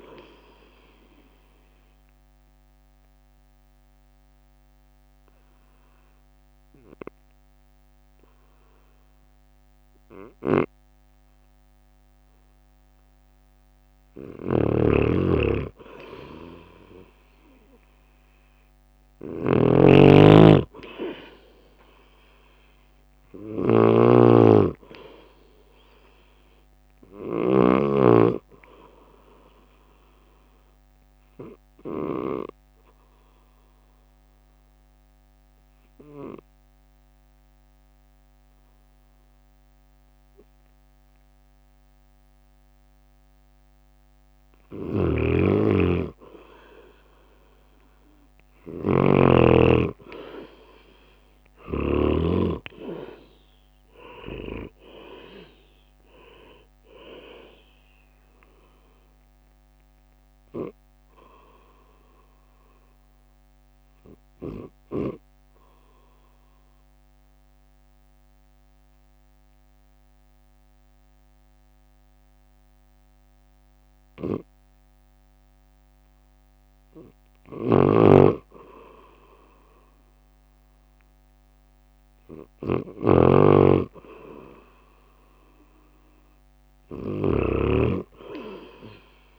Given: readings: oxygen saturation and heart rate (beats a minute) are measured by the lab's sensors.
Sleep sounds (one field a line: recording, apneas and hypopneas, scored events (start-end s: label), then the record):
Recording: breathing in sleep by a microphone on the trachea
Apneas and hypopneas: 3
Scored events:
0.00-6.00 s: drop in pulse transit time (device-marked, heart rate 56 extreme)
0.50-13.00 s: obstructive apnea (oxygen 98% before, 93% lowest, heart rate 58 before, 53 extreme, up 4 after)
14.00-27.50 s: snoring (device-marked)
17.00-33.00 s: oxygen desaturation (device-marked, oxygen 97% before, 94% lowest, heart rate 58 before, 52 extreme)
18.50-23.00 s: arousal
21.00-34.00 s: drop in pulse transit time (device-marked, heart rate 58 before, 56 extreme)
30.50-43.50 s: obstructive apnea (oxygen 97% before, 93% lowest, heart rate 59 before, 52 extreme, up 12 after)
44.50-52.00 s: snoring (device-marked)
50.00-64.00 s: oxygen desaturation (device-marked, oxygen 96% before, 93% lowest, heart rate 56 before, 52 extreme)
51.00-66.00 s: drop in pulse transit time (device-marked, heart rate 56 before, 54 extreme)
53.00-57.50 s: leg movement (device-marked)
53.50-57.00 s: arousal
59.50-76.50 s: obstructive apnea (oxygen 96% before, 94% lowest, heart rate 60 before, 52 extreme, up 4 after)
77.00-83.00 s: snoring (device-marked)
78.00-82.50 s: arousal
85.00-89.39 s: drop in pulse transit time (device-marked, heart rate 54 before, 56 extreme)
From the record:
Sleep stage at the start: N2 (light sleep)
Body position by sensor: on the right side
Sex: male